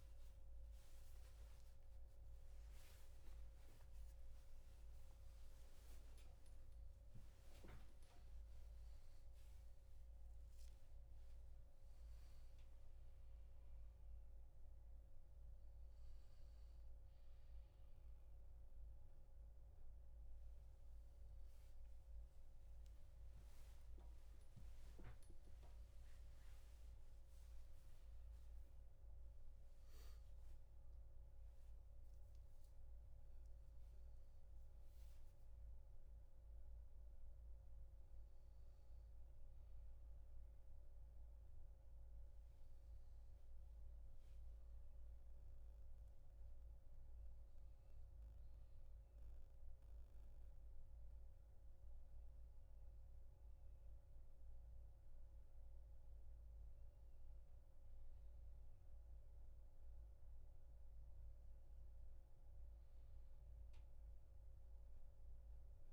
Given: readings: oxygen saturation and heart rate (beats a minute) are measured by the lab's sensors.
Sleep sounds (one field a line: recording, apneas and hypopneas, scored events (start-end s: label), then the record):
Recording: a person awake in a sleep study, hard to hear, by a room microphone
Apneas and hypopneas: none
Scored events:
0.00-2.00 s: long interval between heartbeats (device-marked, heart rate 99 before, 98 extreme)
0.00-8.50 s: tachycardia (device-marked, heart rate 122 extreme)
5.00-7.00 s: long interval between heartbeats (device-marked, heart rate 103 before, 119 extreme)
20.50-26.50 s: tachycardia (device-marked, heart rate 80 before, 111 extreme)
23.00-25.00 s: long interval between heartbeats (device-marked, heart rate 102 before, 96 extreme)
From the record:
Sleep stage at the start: awake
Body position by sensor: on the back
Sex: male